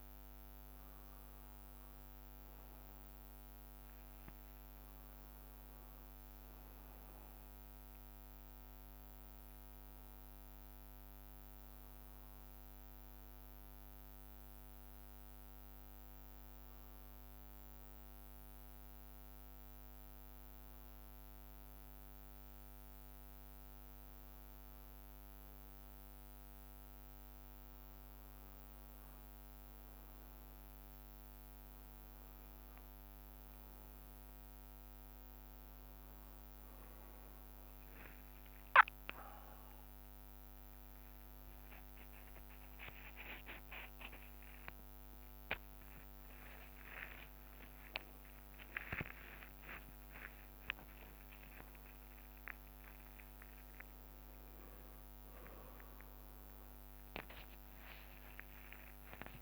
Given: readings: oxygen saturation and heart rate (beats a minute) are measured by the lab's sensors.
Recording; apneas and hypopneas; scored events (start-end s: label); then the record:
breathing in sleep by a microphone on the trachea; 1
4.00-7.50 s: arousal
11.50-13.50 s: long interval between heartbeats (device-marked, heart rate 61 before, 74 extreme)
12.00-30.50 s: obstructive apnea (oxygen 95% before, 91% lowest, heart rate 61 before, 60 extreme, up 1 after)
39.50-41.50 s: long interval between heartbeats (device-marked, heart rate 60 before, 70 extreme)
46.50-48.50 s: long interval between heartbeats (device-marked, heart rate 65 before, 83 extreme)
51.50-56.50 s: arousal
57.50-59.42 s: long interval between heartbeats (device-marked, heart rate 72 before, 72 extreme)
From the record:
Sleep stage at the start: N1 (lightest sleep); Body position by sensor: on the back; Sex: male